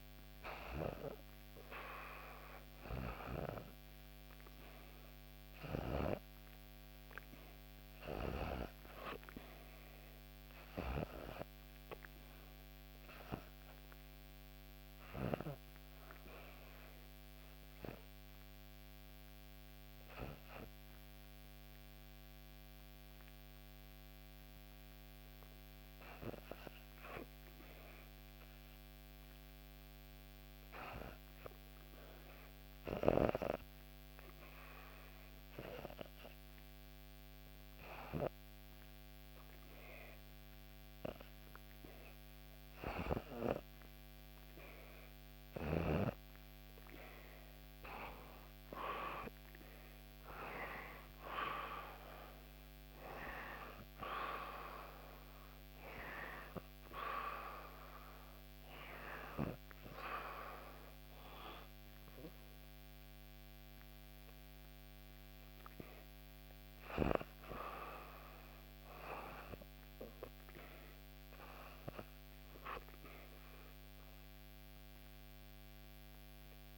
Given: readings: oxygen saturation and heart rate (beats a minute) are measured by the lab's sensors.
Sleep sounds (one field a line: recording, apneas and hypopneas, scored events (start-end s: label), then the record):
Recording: breathing in sleep by a microphone on the trachea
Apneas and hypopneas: 1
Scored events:
0.00-12.00 s: oxygen desaturation (device-marked, oxygen 95% before, 90% lowest, heart rate 68 before, 68 extreme)
14.50-31.00 s: obstructive apnea (oxygen 95% before, 90% lowest, heart rate 68 before, 68 extreme, up 1 after)
32.50-37.50 s: arousal
38.00-68.00 s: oxygen desaturation (device-marked, oxygen 94% before, 90% lowest, heart rate 68 before, 65 extreme)
71.50-76.00 s: arousal
From the record:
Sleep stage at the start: REM sleep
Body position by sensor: on the back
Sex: female